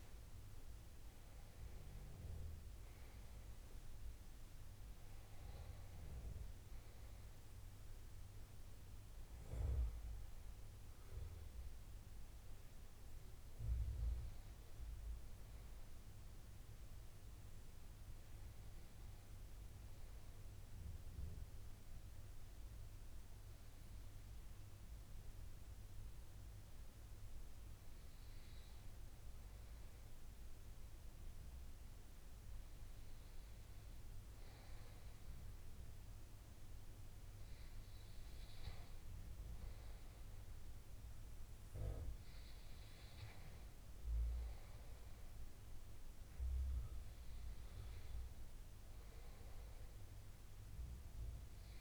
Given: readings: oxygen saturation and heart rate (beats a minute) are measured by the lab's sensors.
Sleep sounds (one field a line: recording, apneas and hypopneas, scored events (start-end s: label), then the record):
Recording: a person partly awake in a sleep study, hard to hear, by a room microphone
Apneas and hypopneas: 1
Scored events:
0.00-15.00 s: oxygen desaturation (device-marked, oxygen 92% lowest, heart rate 74 extreme)
22.00-51.81 s: new sleep stage, N2 (light sleep)
23.00-35.00 s: hypopnea (oxygen 97% before, 91% lowest, heart rate 80 before, 76 extreme, up 6 after)
34.00-51.81 s: oxygen desaturation (device-marked, oxygen 96% before, 92% lowest, heart rate 76 before, 75 extreme)
40.00-43.50 s: arousal
From the record:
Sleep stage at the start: awake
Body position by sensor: on the right side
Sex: male